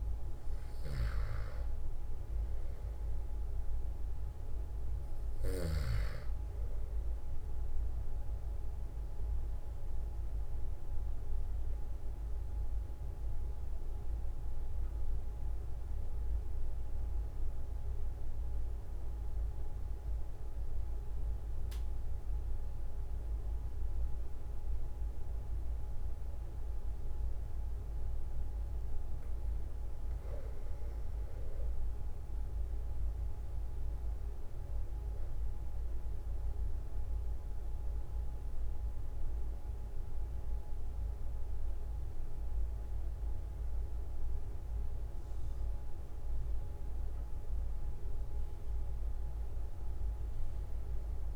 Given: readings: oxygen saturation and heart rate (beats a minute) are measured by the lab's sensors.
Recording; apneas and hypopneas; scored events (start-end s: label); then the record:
breathing in sleep, hard to hear, by a room microphone; 1
8.00-29.50 s: obstructive apnea (oxygen 97% before, 92% lowest, heart rate 45 before, 44 extreme, up 4 after)
32.00-36.50 s: arousal
From the record:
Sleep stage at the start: N2 (light sleep); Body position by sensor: on the back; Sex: male